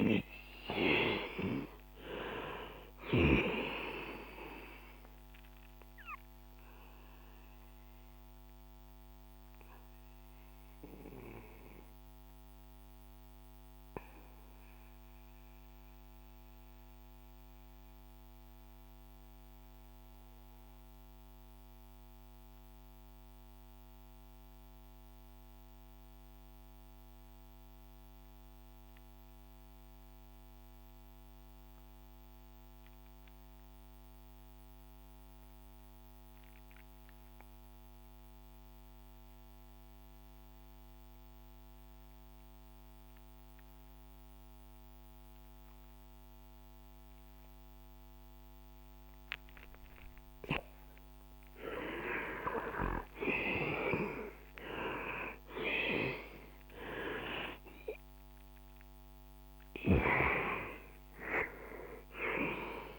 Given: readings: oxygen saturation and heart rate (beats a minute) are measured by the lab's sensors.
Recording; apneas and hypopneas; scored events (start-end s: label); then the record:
breathing in sleep by a microphone on the trachea; 1
1.50-26.50 s: oxygen desaturation (device-marked, oxygen 97% before, 89% lowest, heart rate 61 before, 58 extreme)
4.50-50.50 s: mixed apnea (oxygen 99% before, 82% lowest, heart rate 63 before, 57 extreme, up 12 after)
48.50-62.99 s: oxygen desaturation (device-marked, oxygen 97% before, 82% lowest, heart rate 65 before, 57 extreme)
51.50-56.00 s: arousal
From the record:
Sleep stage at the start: REM sleep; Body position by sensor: on the back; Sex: male